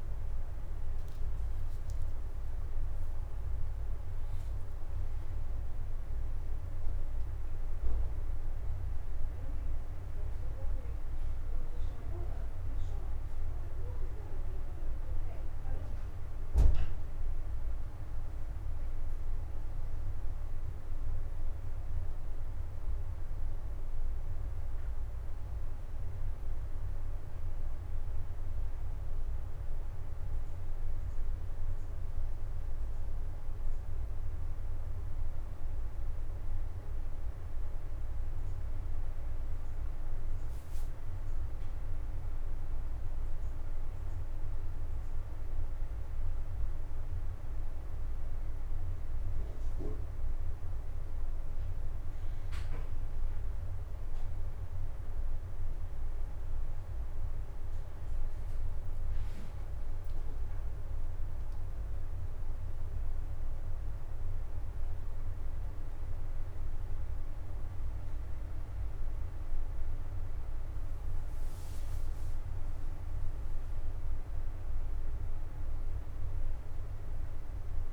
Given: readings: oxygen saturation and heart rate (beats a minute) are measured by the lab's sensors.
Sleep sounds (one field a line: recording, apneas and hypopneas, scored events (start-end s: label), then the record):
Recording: breathing in sleep, hard to hear, by a room microphone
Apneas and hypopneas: none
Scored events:
76.50-77.93 s: new sleep stage, awake
From the record:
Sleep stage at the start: N1 (lightest sleep)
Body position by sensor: on the right side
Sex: male